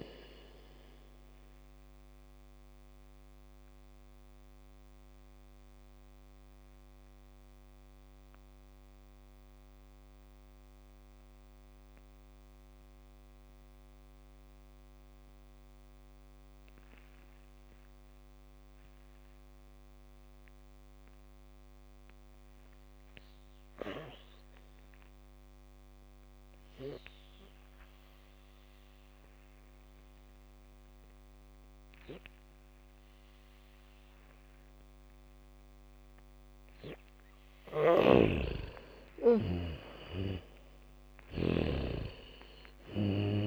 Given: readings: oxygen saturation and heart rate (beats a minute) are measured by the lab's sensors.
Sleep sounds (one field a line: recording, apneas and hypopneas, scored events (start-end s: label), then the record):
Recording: breathing in sleep by a microphone on the trachea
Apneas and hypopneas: 1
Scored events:
0.00-15.00 s: oxygen desaturation (device-marked, oxygen 79% lowest, heart rate 55 extreme)
2.50-37.50 s: mixed apnea (oxygen 99% before, 79% lowest, heart rate 66 before, 38 extreme, up 3 after)
30.00-43.47 s: oxygen desaturation (device-marked, oxygen 99% before, 82% lowest, heart rate 71 before, 35 extreme)
37.00-43.00 s: bradycardia (device-marked, heart rate 70 before, 48 extreme)
38.00-42.00 s: snoring (device-marked)
38.50-43.00 s: arousal
From the record:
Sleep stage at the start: N2 (light sleep)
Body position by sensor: on the back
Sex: female